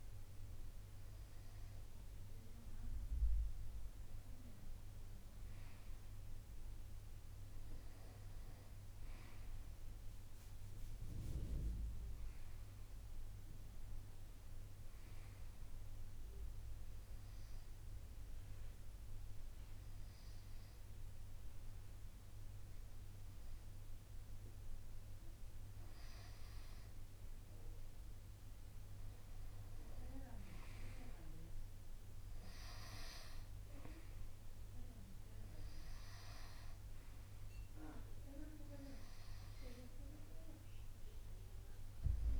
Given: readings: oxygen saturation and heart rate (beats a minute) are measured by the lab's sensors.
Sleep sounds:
breathing in sleep by a room microphone; 1
13.00-16.00 s: arousal
18.00-29.00 s: hypopnea (oxygen 92% before, 88% lowest)
32.00-36.00 s: arousal
36.50-42.40 s: oxygen desaturation (device-marked, oxygen 93% before, 89% lowest)
From the record:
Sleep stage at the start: N2 (light sleep); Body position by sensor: on the right side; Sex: male

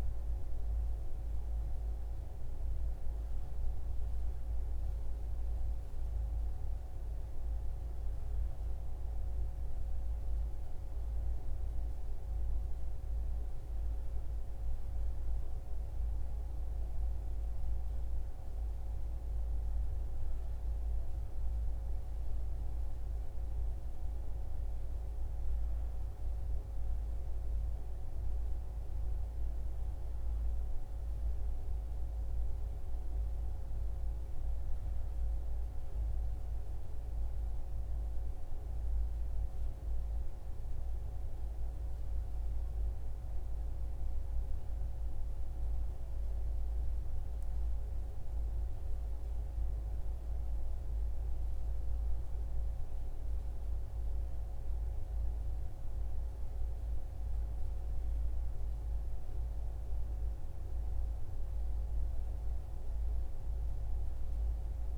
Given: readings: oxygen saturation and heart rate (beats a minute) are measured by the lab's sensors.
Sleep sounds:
breathing in sleep, hard to hear, by a room microphone; none
none scored
From the record:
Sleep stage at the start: REM sleep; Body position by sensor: on the back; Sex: male

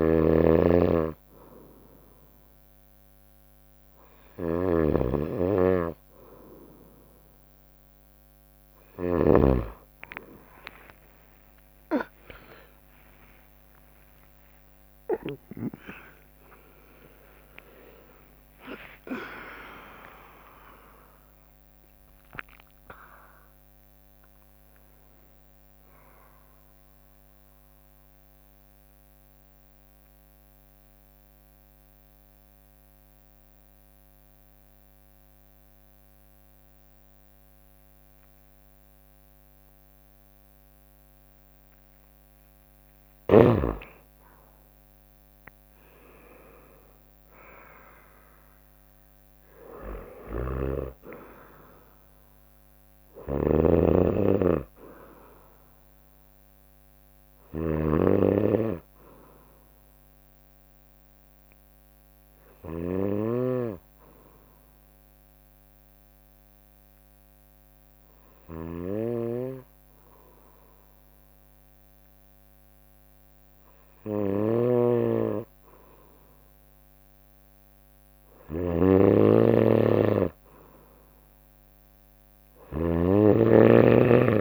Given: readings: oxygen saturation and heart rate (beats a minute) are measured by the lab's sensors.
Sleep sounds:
breathing in sleep by a microphone on the trachea; 2
0.00-9.50 s: snoring (device-marked)
10.50-25.50 s: tachycardia (device-marked, heart rate 62 before, 127 extreme)
12.00-17.50 s: arousal
13.00-15.00 s: long interval between heartbeats (device-marked, heart rate 62 before, 93 extreme)
15.50-29.50 s: drop in pulse transit time (device-marked, heart rate 68 before, 98 extreme)
18.50-20.50 s: long interval between heartbeats (device-marked, heart rate 75 before, 107 extreme)
27.50-42.50 s: mixed apnea (oxygen 95% before, 93% lowest, heart rate 99 before, 54 extreme, up 8 after)
31.50-38.50 s: bradycardia (device-marked, heart rate 64 before, 54 extreme)
46.50-49.50 s: arousal
47.50-57.50 s: drop in pulse transit time (device-marked, heart rate 66 before, 61 extreme)
50.00-84.41 s: snoring (device-marked)
54.50-70.50 s: oxygen desaturation (device-marked, oxygen 98% before, 94% lowest, heart rate 59 before, 59 extreme)
60.50-74.00 s: obstructive apnea (oxygen 98% before, 94% lowest, heart rate 61 before, 59 extreme, up 4 after)
64.50-71.50 s: bradycardia (device-marked, heart rate 64 before, 59 extreme)
76.50-80.00 s: arousal
82.50-84.41 s: oxygen desaturation (device-marked, oxygen 98% before, 94% lowest, heart rate 60 before, 60 extreme)
From the record:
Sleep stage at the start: N2 (light sleep); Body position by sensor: on the right side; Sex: female

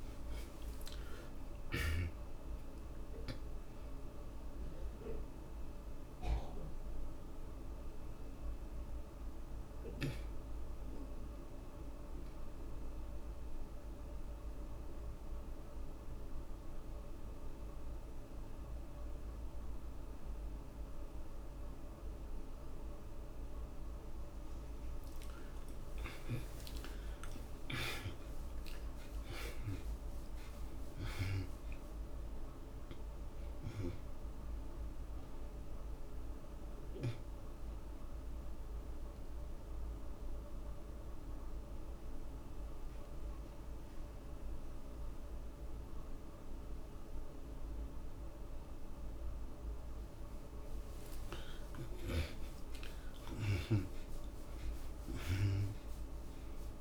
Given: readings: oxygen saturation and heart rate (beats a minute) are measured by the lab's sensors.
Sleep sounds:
breathing in sleep by a room microphone; 2
0.00-2.50 s: arousal
4.50-26.00 s: mixed apnea (oxygen 95% before, 67% lowest, heart rate 88 before, 53 extreme, up 19 after)
8.00-20.00 s: oxygen desaturation (device-marked, oxygen 94% before, 70% lowest, heart rate 92 before, 54 extreme)
22.00-37.00 s: oxygen desaturation (device-marked, oxygen 94% before, 84% lowest, heart rate 69 before, 53 extreme)
28.00-33.00 s: arousal
36.00-49.00 s: obstructive apnea (oxygen 94% before, 67% lowest, heart rate 61 before, 53 extreme, up 15 after)
39.00-51.00 s: oxygen desaturation (device-marked, oxygen 86% before, 67% lowest, heart rate 64 before, 53 extreme)
51.00-56.50 s: arousal
From the record:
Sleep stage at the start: N2 (light sleep); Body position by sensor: on the back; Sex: male

